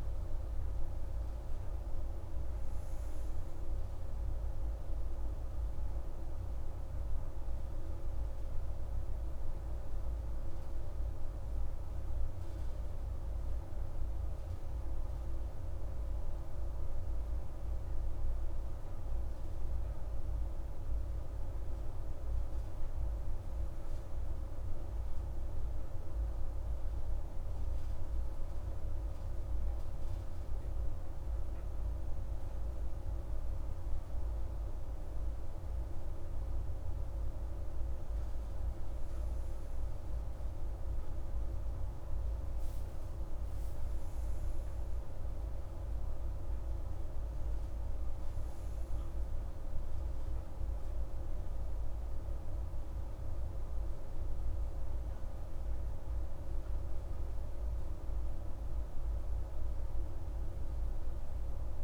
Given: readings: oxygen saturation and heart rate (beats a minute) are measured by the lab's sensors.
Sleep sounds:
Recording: breathing in sleep, hard to hear, by a room microphone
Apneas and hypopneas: none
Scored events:
15.00-61.84 s: new sleep stage, N3 (deep sleep)
From the record:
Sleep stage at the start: N2 (light sleep)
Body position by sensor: on the right side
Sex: female

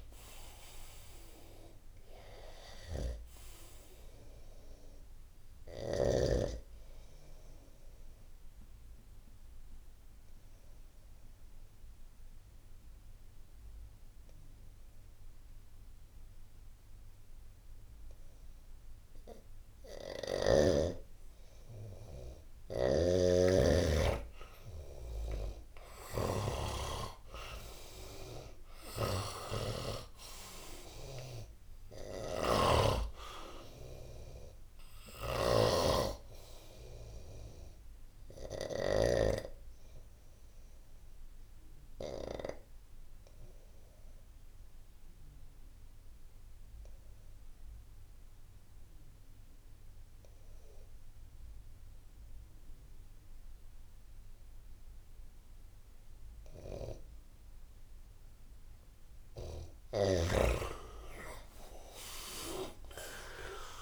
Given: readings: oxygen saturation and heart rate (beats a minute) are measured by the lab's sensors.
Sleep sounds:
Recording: breathing in sleep by a room microphone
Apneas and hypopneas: 2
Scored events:
8.50-20.00 s: obstructive apnea (oxygen 99% before, 88% lowest, heart rate 79 before, 69 extreme, up 3 after)
22.50-39.00 s: snoring (device-marked)
23.50-27.00 s: arousal
28.00-45.00 s: oxygen desaturation (device-marked, oxygen 99% before, 93% lowest, heart rate 75 before, 72 extreme)
39.00-57.50 s: obstructive apnea (oxygen 99% before, 88% lowest, heart rate 75 before, 74 extreme, up 4 after)
57.00-63.82 s: oxygen desaturation (device-marked, oxygen 98% before, 88% lowest, heart rate 77 before, 68 extreme)
From the record:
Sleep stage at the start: N2 (light sleep)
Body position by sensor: on the right side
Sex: male

